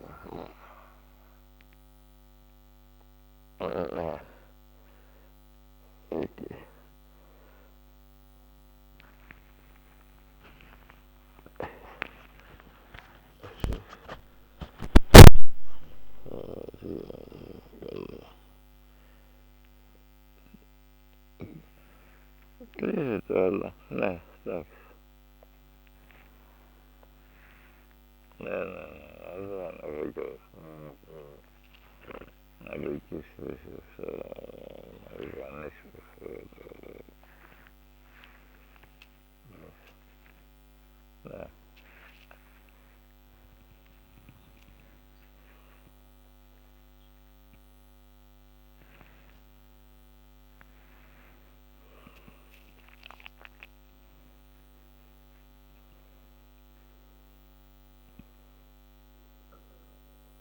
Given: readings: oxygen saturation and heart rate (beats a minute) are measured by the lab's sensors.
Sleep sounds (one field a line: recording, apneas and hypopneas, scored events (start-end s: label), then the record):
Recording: a person awake in a sleep study, by a microphone on the trachea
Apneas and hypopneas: none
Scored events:
none scored
From the record:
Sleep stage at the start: awake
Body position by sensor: upright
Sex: male